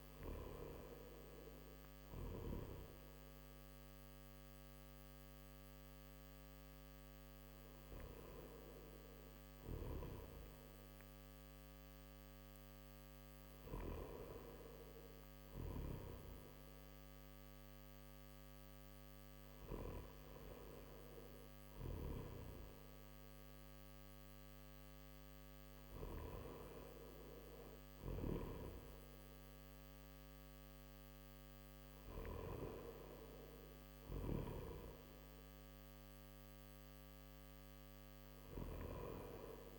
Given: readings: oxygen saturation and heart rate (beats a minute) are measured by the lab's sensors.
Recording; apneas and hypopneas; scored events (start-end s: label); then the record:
breathing in sleep by a microphone on the trachea; none
none scored
From the record:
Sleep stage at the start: N1 (lightest sleep); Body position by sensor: on the back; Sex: male